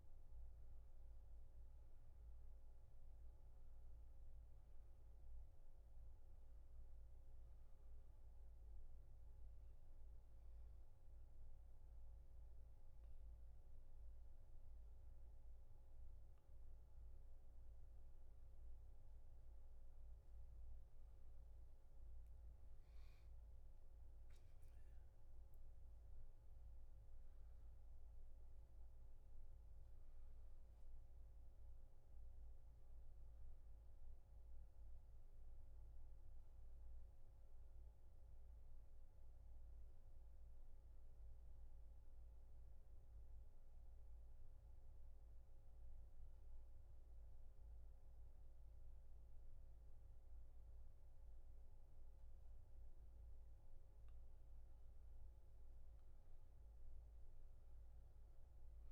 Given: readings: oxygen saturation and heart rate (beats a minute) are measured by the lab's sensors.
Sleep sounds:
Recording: breathing in sleep, hard to hear, by a room microphone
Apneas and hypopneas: 2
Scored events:
0.00-3.00 s: arousal
3.00-15.00 s: oxygen desaturation (device-marked, oxygen 95% before, 90% lowest, heart rate 69 before, 67 extreme)
10.00-20.50 s: hypopnea (oxygen 95% before, 89% lowest, heart rate 71 before, 67 extreme, up 12 after)
24.50-29.50 s: arousal
42.50-54.00 s: obstructive apnea (oxygen 96% before, 89% lowest, heart rate 78 before, 61 extreme, up 11 after)
56.00-58.92 s: oxygen desaturation (device-marked, oxygen 97% before, 89% lowest, heart rate 69 before, 62 extreme)
57.00-58.92 s: arousal
From the record:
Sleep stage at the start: N2 (light sleep)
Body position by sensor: on the back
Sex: male

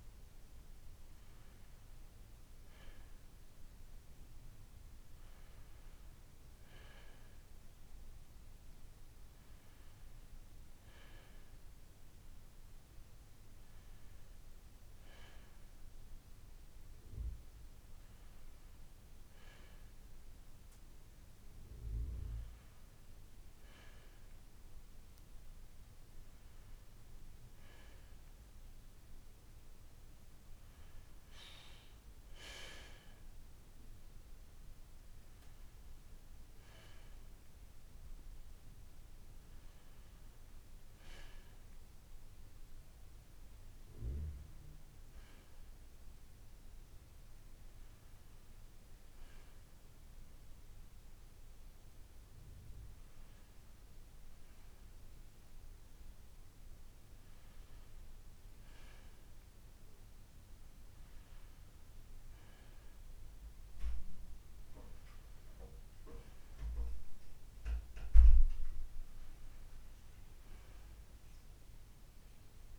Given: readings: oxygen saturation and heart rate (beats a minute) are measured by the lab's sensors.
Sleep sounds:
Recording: a person awake in a sleep study, by a room microphone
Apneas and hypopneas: none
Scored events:
3.00-25.00 s: oxygen desaturation (device-marked, oxygen 98% before, 94% lowest, heart rate 76 before, 66 extreme)
From the record:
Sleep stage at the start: awake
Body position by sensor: on the right side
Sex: male

